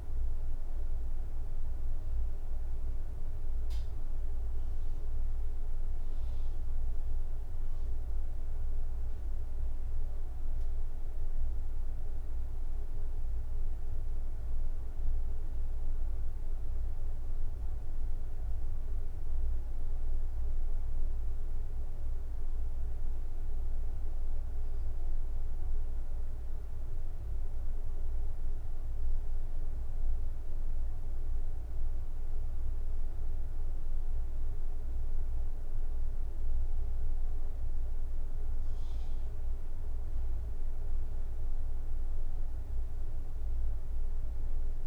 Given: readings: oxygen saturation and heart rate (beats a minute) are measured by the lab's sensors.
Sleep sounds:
breathing in sleep, hard to hear, by a room microphone; 1
11.00-15.50 s: arousal
14.00-16.00 s: long interval between heartbeats (device-marked, heart rate 74 before, 73 extreme)
22.00-33.00 s: hypopnea (oxygen 96% before, 94% lowest, heart rate 74 before, 71 extreme, up 5 after)
35.00-38.50 s: arousal
From the record:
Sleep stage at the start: N2 (light sleep); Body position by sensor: on the right side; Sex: male

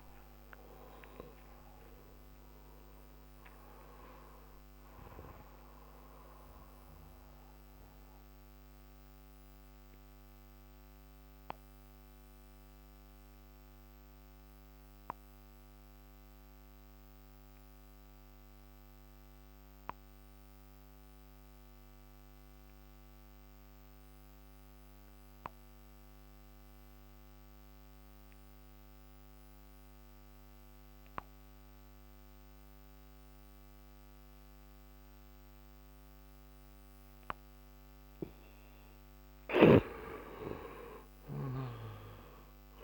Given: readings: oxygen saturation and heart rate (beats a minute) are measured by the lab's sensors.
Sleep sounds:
breathing in sleep by a microphone on the trachea; 1
7.50-38.50 s: mixed apnea (oxygen 99% before, 84% lowest)
34.00-42.84 s: oxygen desaturation (device-marked, oxygen 96% before, 84% lowest)
40.50-42.84 s: arousal
From the record:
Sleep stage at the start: N2 (light sleep); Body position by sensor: on the back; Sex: male

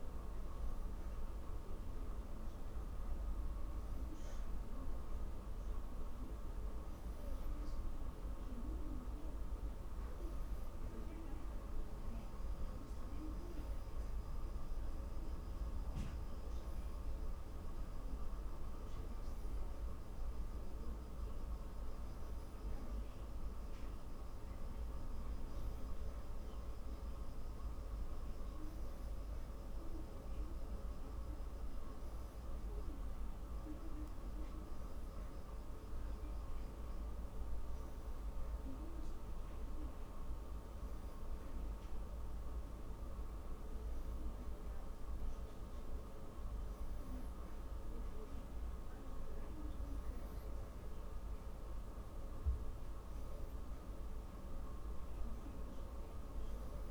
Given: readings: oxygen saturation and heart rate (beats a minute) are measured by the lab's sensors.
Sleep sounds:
breathing in sleep, hard to hear, by a room microphone; none
none scored
From the record:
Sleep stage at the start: N3 (deep sleep); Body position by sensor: on the back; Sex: female

